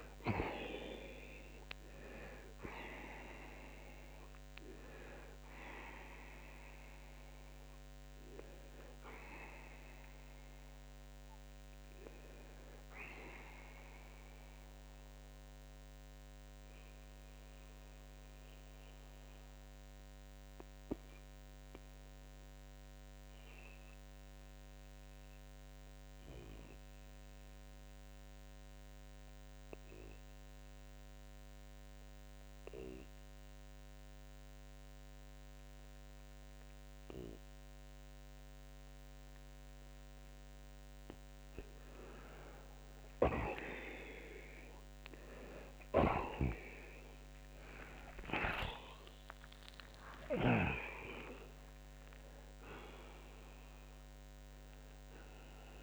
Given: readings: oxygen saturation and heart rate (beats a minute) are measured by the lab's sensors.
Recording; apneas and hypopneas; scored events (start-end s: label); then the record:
breathing in sleep by a microphone on the trachea; 1
15.50-41.00 s: mixed apnea (oxygen 95% before, 76% lowest)
22.00-37.00 s: oxygen desaturation (device-marked, oxygen 89% before, 76% lowest)
43.50-47.00 s: arousal
45.50-50.50 s: snoring (device-marked)
From the record:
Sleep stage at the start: N2 (light sleep); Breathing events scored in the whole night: 298 in 4.0 hours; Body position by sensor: on the back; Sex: male